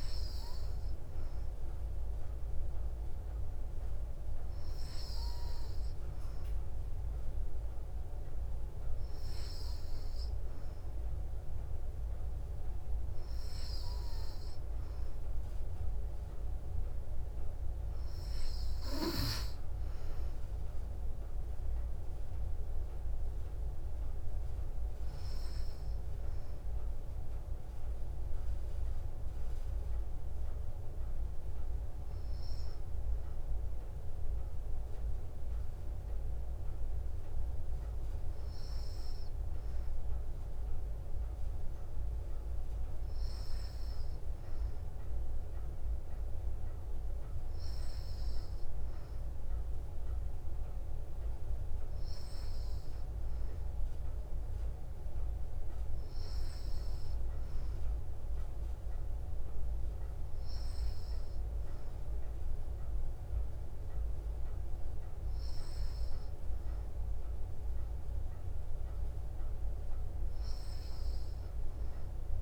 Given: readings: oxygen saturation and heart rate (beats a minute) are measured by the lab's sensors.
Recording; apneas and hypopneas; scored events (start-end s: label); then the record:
breathing in sleep, hard to hear, by a room microphone; none
none scored
From the record:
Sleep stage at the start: N3 (deep sleep); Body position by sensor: on the back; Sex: female